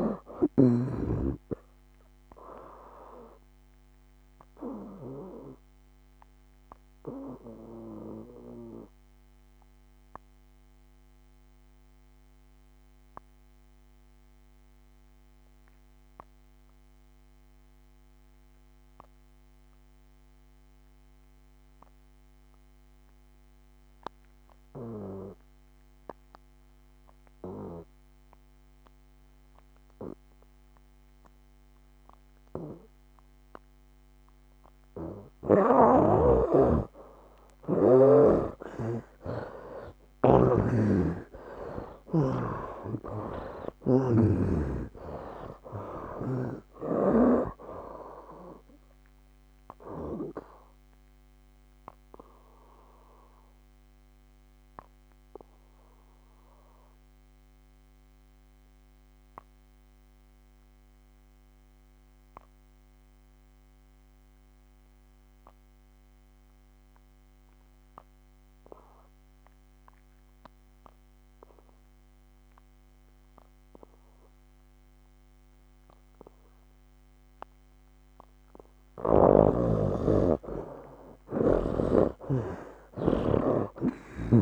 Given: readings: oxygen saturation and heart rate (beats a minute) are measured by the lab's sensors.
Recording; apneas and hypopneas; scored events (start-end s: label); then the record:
breathing in sleep by a microphone on the trachea; 2
0.00-23.00 s: oxygen desaturation (device-marked, oxygen 74% lowest, heart rate 65 extreme)
4.50-36.00 s: obstructive apnea (oxygen 98% before, 70% lowest, heart rate 74 before, 65 extreme, up 12 after)
37.00-68.00 s: oxygen desaturation (device-marked, oxygen 97% before, 70% lowest, heart rate 67 before, 63 extreme)
40.00-44.50 s: arousal
40.50-44.00 s: snoring (device-marked)
50.00-79.00 s: obstructive apnea (oxygen 99% before, 70% lowest, heart rate 73 before, 63 extreme, up 15 after)
81.00-84.42 s: oxygen desaturation (device-marked, oxygen 98% before, 72% lowest, heart rate 64 before, 62 extreme)
From the record:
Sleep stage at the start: N2 (light sleep); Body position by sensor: on the back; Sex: male